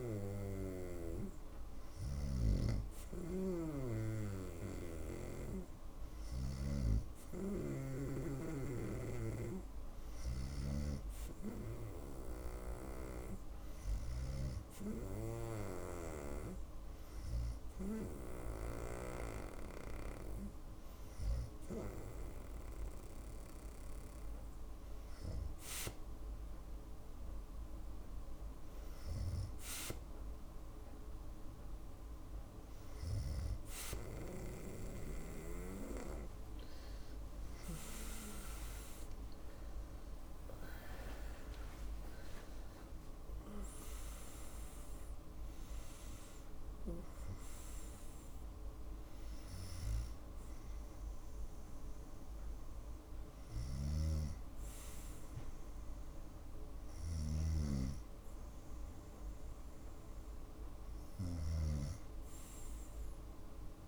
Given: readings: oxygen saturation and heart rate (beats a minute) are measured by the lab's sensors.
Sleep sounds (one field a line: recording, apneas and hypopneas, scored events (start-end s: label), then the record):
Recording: breathing in sleep by a room microphone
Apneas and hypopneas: none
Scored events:
2.50-7.50 s: snoring (device-marked)
39.50-44.00 s: arousal
From the record:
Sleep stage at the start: N2 (light sleep)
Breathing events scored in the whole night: 224 in 4.0 hours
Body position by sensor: on the right side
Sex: female